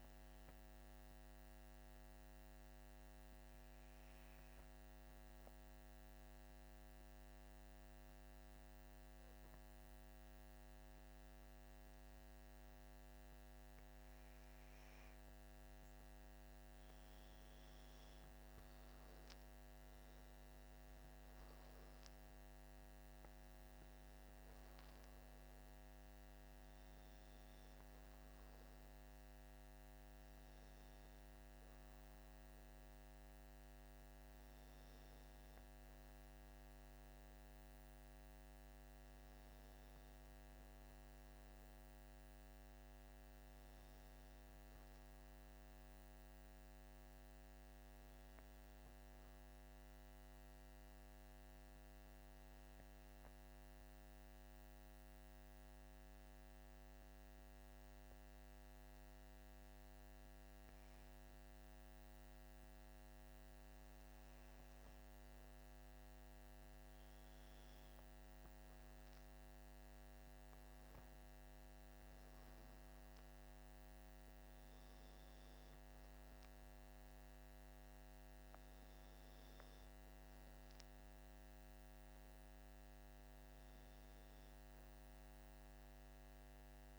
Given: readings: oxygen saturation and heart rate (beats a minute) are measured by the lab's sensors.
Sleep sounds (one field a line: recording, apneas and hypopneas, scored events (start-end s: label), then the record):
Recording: breathing in sleep, hard to hear, by a microphone on the trachea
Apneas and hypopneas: 2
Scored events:
3.50-15.00 s: obstructive apnea (oxygen 100% before, 92% lowest, heart rate 53 before, 55 extreme, up 9 after)
10.00-40.00 s: oxygen desaturation (device-marked, oxygen 98% before, 92% lowest, heart rate 55 before, 53 extreme)
18.00-22.00 s: arousal
50.50-66.00 s: hypopnea (oxygen 99% before, 95% lowest, heart rate 56 before, 54 extreme, up 4 after)
67.50-72.00 s: arousal
74.00-86.98 s: new sleep stage, N2 (light sleep)
78.00-86.98 s: oxygen desaturation (device-marked, oxygen 98% before, 95% lowest, heart rate 56 before, 52 extreme)
From the record:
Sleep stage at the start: REM sleep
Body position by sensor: on the back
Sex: male